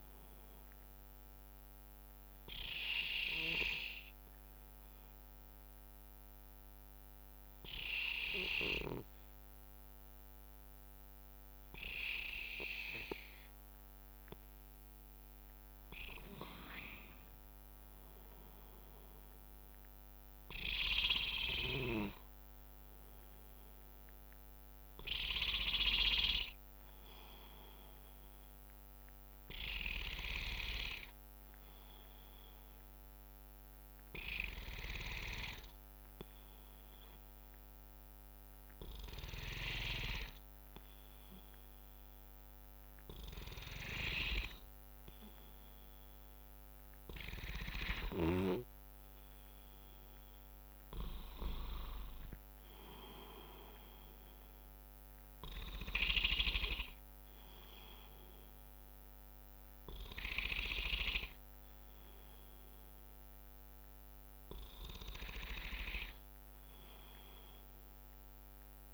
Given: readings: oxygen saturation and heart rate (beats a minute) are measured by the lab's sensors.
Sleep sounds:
breathing in sleep by a microphone on the trachea; 2
3.00-15.00 s: obstructive apnea (oxygen 96% before, 93% lowest, heart rate 63 before, 58 extreme, up 4 after)
4.00-9.00 s: bradycardia (device-marked, heart rate 68 before, 59 extreme)
17.00-21.50 s: arousal
30.00-33.00 s: bradycardia (device-marked, heart rate 68 before, 61 extreme)
30.00-50.50 s: obstructive apnea (oxygen 96% before, 93% lowest, heart rate 62 before, 60 extreme, up 4 after)
54.00-58.00 s: arousal
From the record:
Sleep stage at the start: N2 (light sleep); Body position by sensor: on the right side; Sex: male

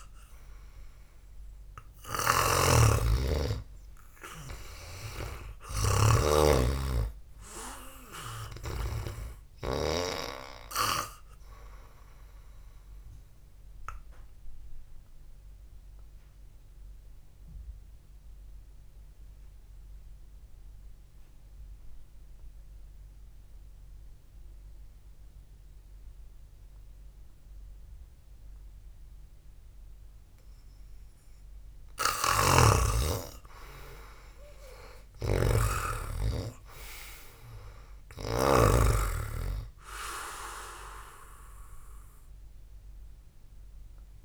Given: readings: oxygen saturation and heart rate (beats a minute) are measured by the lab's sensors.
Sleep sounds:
breathing in sleep by a room microphone; 1
2.50-9.50 s: snoring (device-marked)
3.50-7.50 s: arousal
15.50-31.00 s: obstructive apnea (oxygen 98% before, 91% lowest, heart rate 58 before, 52 extreme)
32.50-39.00 s: snoring (device-marked)
34.00-37.00 s: arousal
From the record:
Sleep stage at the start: N2 (light sleep); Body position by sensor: on the back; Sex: male

